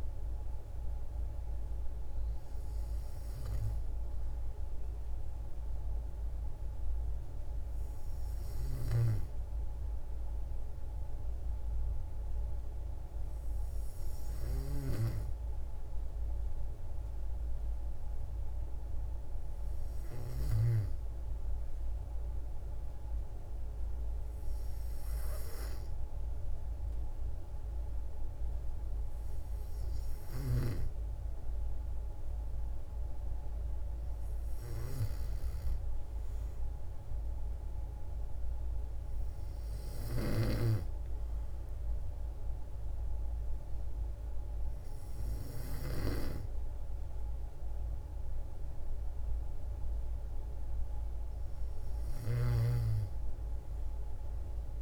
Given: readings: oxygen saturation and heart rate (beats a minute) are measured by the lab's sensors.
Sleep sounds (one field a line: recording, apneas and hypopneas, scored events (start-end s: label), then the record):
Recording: breathing in sleep by a room microphone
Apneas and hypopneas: none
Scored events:
1.00-7.00 s: oxygen desaturation (device-marked, oxygen 97% before, 92% lowest, heart rate 57 before, 58 extreme)
30.00-40.50 s: snoring (device-marked)
From the record:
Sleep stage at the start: N2 (light sleep)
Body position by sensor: on the back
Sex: female